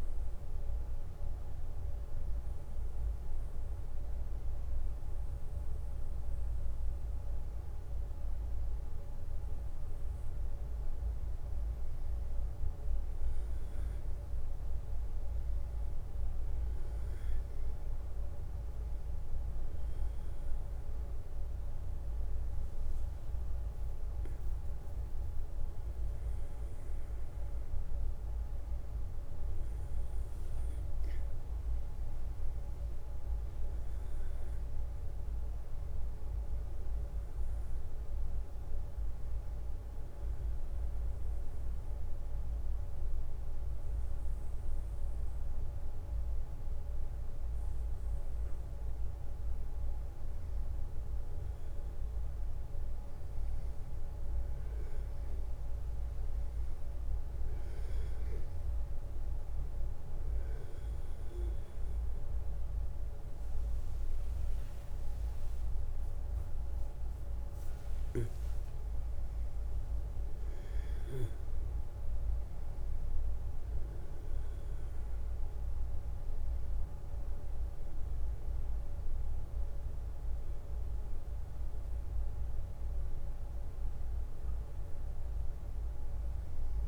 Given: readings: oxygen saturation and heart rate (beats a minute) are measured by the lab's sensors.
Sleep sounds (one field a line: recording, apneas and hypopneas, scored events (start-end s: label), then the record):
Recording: breathing in sleep, hard to hear, by a room microphone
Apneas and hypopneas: 2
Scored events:
0.50-11.50 s: obstructive apnea (oxygen 97% before, 93% lowest, heart rate 69 before, 64 extreme, up 6 after)
14.00-17.00 s: arousal
16.00-27.00 s: oxygen desaturation (device-marked, oxygen 96% before, 93% lowest, heart rate 70 before, 66 extreme)
32.50-36.50 s: arousal
38.50-50.00 s: obstructive apnea (oxygen 96% before, 92% lowest, heart rate 69 before, 64 extreme, up 4 after)
60.00-64.50 s: arousal
60.00-79.00 s: oxygen desaturation (device-marked, oxygen 95% before, 92% lowest, heart rate 68 before, 79 extreme)
From the record:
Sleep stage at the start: N1 (lightest sleep)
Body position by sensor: on the back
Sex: male